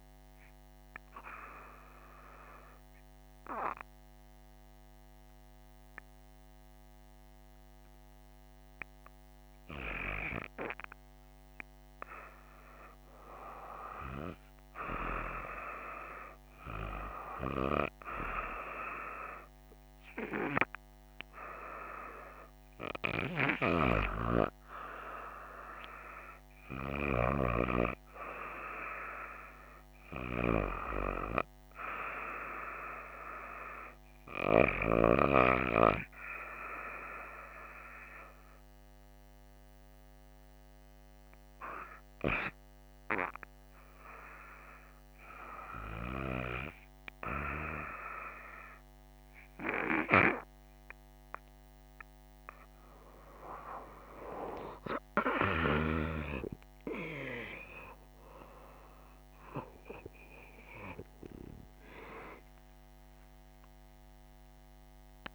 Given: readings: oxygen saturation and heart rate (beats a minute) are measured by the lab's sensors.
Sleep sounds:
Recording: a person partly awake in a sleep study, by a microphone on the trachea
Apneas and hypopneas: 2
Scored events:
1.00-11.50 s: obstructive apnea (oxygen 95% before, 93% lowest, heart rate 61 before, 58 extreme)
13.00-17.50 s: arousal
36.50-47.00 s: hypopnea (oxygen 96% before, 94% lowest, heart rate 60 before, 61 extreme, up 4 after)
47.50-65.35 s: new sleep stage, awake
From the record:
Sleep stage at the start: N2 (light sleep)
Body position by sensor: on the right side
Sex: female

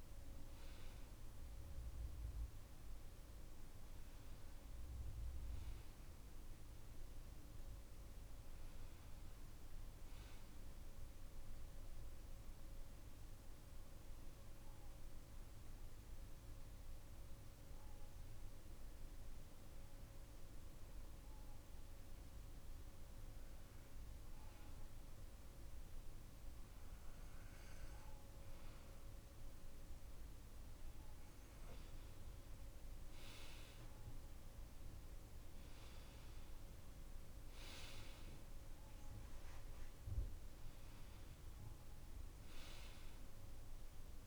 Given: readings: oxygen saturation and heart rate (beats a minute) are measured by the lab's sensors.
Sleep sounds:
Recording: breathing in sleep, hard to hear, by a room microphone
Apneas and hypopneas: 1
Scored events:
14.00-26.50 s: hypopnea (oxygen 96% before, 93% lowest)
30.00-34.00 s: arousal
From the record:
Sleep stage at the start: N2 (light sleep)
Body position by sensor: on the back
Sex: male

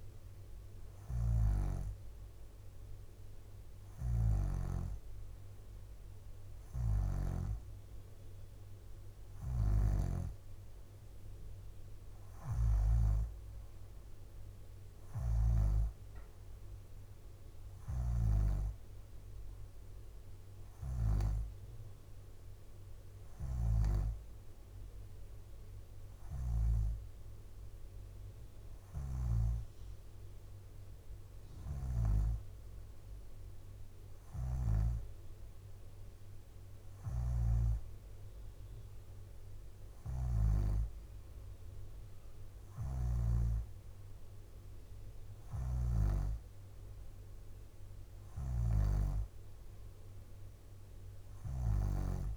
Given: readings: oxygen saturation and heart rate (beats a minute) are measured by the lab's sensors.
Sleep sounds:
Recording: breathing in sleep by a room microphone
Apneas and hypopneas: none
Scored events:
0.50-7.00 s: snoring (device-marked)
3.50-5.00 s: leg movement (device-marked)
9.00-15.50 s: snoring (device-marked)
17.50-21.00 s: snoring (device-marked)
23.00-26.50 s: snoring (device-marked)
28.50-32.00 s: snoring (device-marked)
36.50-40.50 s: snoring (device-marked)
45.00-52.37 s: snoring (device-marked)
47.50-52.00 s: leg movement (device-marked)
From the record:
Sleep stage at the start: N2 (light sleep)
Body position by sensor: upright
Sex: female

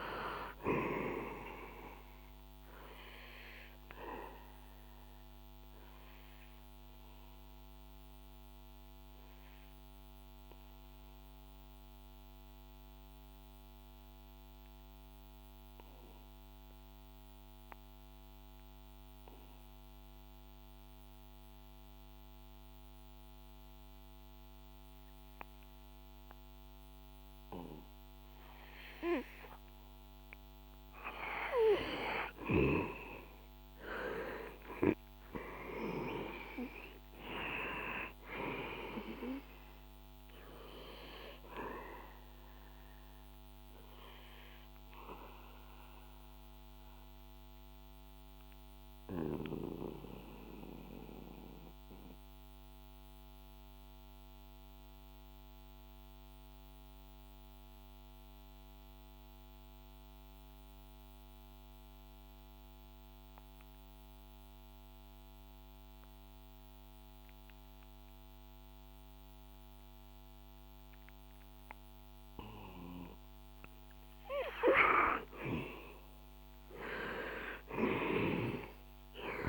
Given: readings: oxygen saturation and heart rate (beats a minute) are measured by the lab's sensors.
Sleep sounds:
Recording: breathing in sleep by a microphone on the trachea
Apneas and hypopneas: 2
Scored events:
0.00-21.00 s: oxygen desaturation (device-marked, oxygen 97% before, 91% lowest, heart rate 66 before, 58 extreme)
4.50-30.50 s: obstructive apnea (oxygen 98% before, 91% lowest, heart rate 66 before, 58 extreme, up 7 after)
34.50-39.00 s: arousal
45.50-73.00 s: obstructive apnea (oxygen 97% before, 89% lowest, heart rate 66 before, 59 extreme, up 4 after)
54.00-64.00 s: oxygen desaturation (device-marked, oxygen 94% before, 91% lowest, heart rate 64 before, 63 extreme)
77.00-79.49 s: arousal
78.00-79.49 s: oxygen desaturation (device-marked, oxygen 98% before, 89% lowest, heart rate 63 before, 59 extreme)
From the record:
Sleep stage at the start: N2 (light sleep)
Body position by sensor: on the back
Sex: male

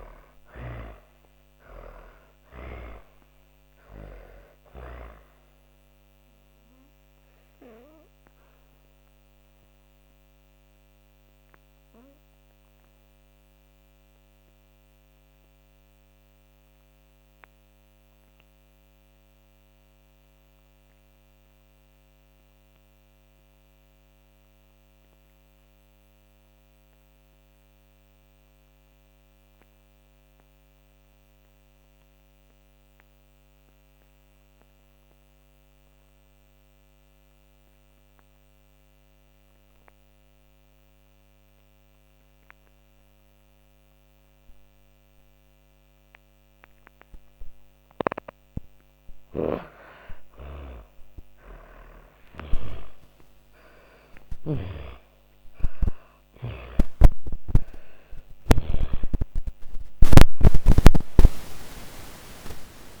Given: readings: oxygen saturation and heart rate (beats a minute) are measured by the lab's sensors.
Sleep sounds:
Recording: breathing in sleep by a microphone on the trachea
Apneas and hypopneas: 1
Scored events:
0.00-1.50 s: snoring (device-marked)
0.00-25.00 s: oxygen desaturation (device-marked, oxygen 73% lowest)
4.50-46.50 s: obstructive apnea (oxygen 98% before, 73% lowest)
33.00-63.00 s: oxygen desaturation (device-marked, oxygen 99% before, 73% lowest)
48.00-53.00 s: arousal
49.00-57.50 s: snoring (device-marked)
From the record:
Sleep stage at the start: N2 (light sleep)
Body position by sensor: on the back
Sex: female

